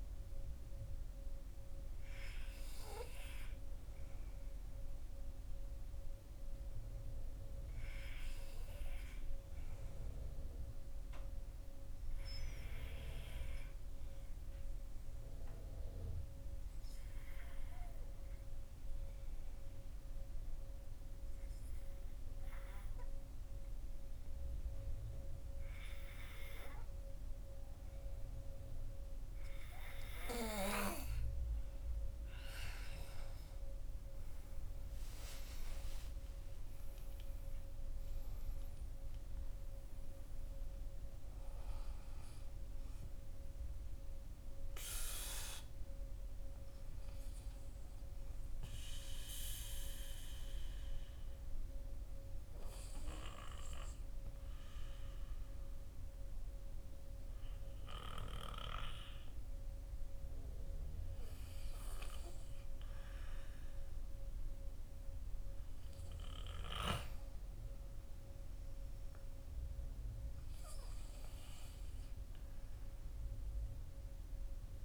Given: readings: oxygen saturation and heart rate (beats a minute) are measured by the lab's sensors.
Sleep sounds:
breathing in sleep by a room microphone; 2
10.00-30.00 s: obstructive apnea (oxygen 98% before, 92% lowest, heart rate 50 before, 46 extreme, up 16 after)
28.00-54.00 s: oxygen desaturation (device-marked, oxygen 96% before, 92% lowest, heart rate 53 before, 46 extreme)
33.50-38.00 s: arousal
47.00-60.00 s: hypopnea (oxygen 97% before, 92% lowest, heart rate 59 before, 51 extreme, up 16 after)
62.50-66.00 s: arousal
From the record:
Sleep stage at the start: N2 (light sleep); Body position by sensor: on the back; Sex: male

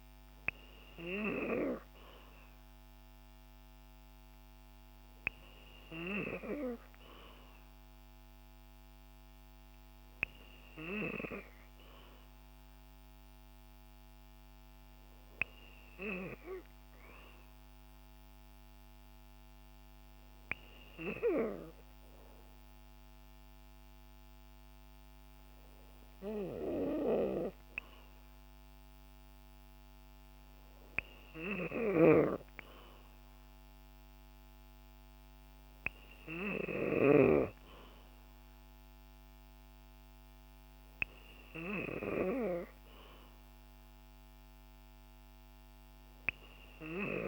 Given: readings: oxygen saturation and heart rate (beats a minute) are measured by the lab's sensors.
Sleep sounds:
breathing in sleep by a microphone on the trachea; none
31.50-37.50 s: snoring (device-marked)
From the record:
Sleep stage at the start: N3 (deep sleep); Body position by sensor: on the back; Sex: female

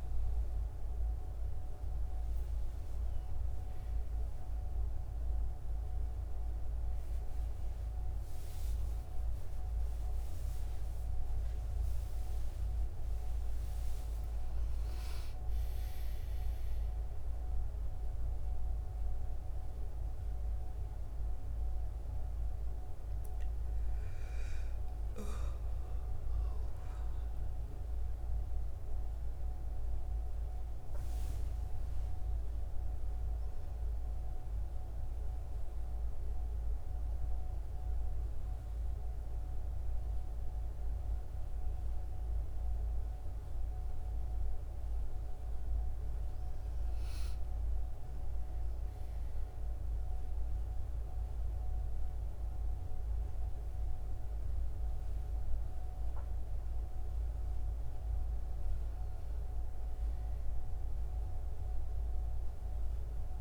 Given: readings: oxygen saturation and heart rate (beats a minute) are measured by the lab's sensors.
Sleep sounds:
a person awake in a sleep study, hard to hear, by a room microphone; none
22.50-63.41 s: new sleep stage, awake
From the record:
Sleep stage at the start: N1 (lightest sleep); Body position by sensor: on the back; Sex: female

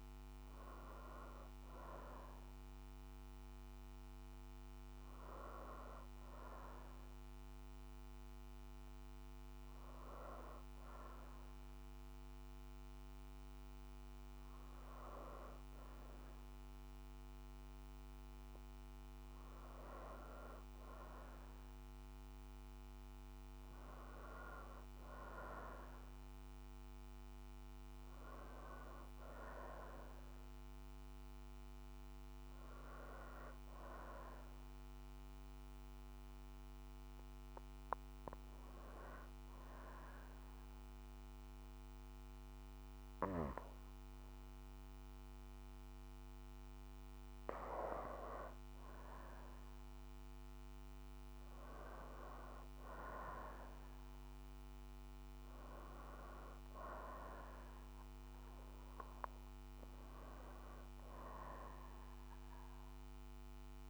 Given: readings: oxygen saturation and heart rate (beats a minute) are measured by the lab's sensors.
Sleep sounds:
breathing in sleep by a microphone on the trachea; none
55.50-59.00 s: arousal
60.50-63.90 s: oxygen desaturation (device-marked, oxygen 93% before, 89% lowest, heart rate 61 before, 64 extreme)
From the record:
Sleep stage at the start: N2 (light sleep); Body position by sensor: on the back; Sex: female

